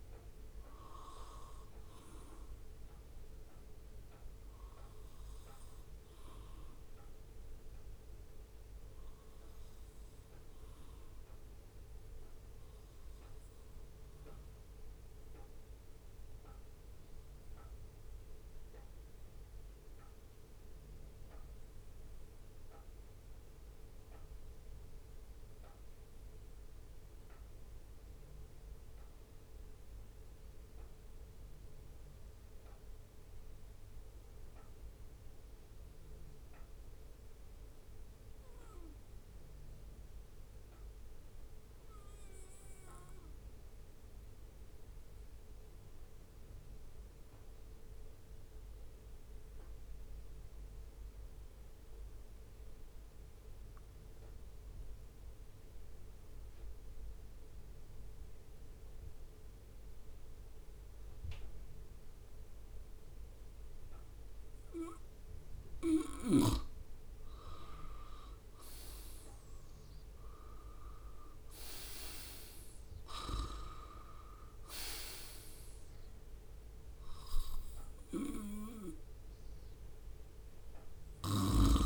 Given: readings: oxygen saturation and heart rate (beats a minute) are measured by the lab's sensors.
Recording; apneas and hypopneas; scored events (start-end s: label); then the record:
breathing in sleep by a room microphone; 1
3.00-13.00 s: oxygen desaturation (device-marked, oxygen 95% before, 91% lowest, heart rate 65 before, 63 extreme)
13.50-66.50 s: obstructive apnea (oxygen 97% before, 91% lowest, heart rate 62 before, 61 extreme, up 11 after)
68.50-71.50 s: arousal
From the record:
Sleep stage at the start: N2 (light sleep); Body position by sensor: on the right side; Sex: male